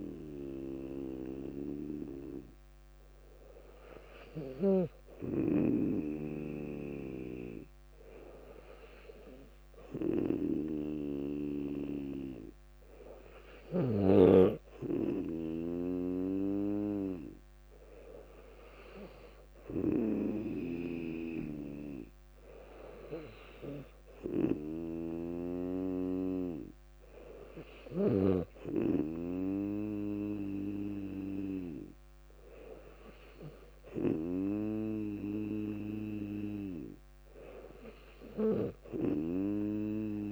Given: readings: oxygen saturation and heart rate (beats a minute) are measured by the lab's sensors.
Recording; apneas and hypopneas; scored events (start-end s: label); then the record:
breathing in sleep by a microphone on the trachea; none
none scored
From the record:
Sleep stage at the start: N2 (light sleep); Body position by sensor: on the back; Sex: female